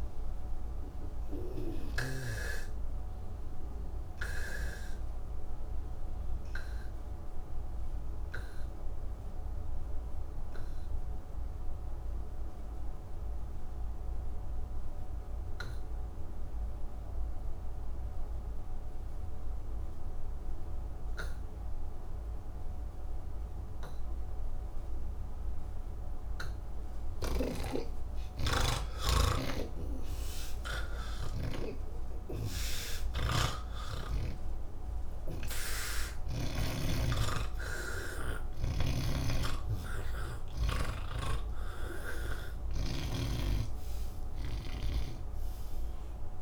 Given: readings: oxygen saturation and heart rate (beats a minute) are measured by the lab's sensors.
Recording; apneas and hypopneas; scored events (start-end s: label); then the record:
breathing in sleep by a room microphone; 1
0.00-2.00 s: snoring (device-marked)
0.00-19.50 s: oxygen desaturation (device-marked, oxygen 81% lowest, heart rate 63 extreme)
4.50-27.00 s: obstructive apnea (oxygen 97% before, 81% lowest, heart rate 149 before, 63 extreme)
24.50-46.42 s: oxygen desaturation (device-marked, oxygen 98% before, 86% lowest, heart rate 105 before, 84 extreme)
27.00-31.50 s: snoring (device-marked)
40.50-46.42 s: new sleep stage, N1 (lightest sleep)
From the record:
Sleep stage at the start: N3 (deep sleep); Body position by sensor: on the back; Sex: male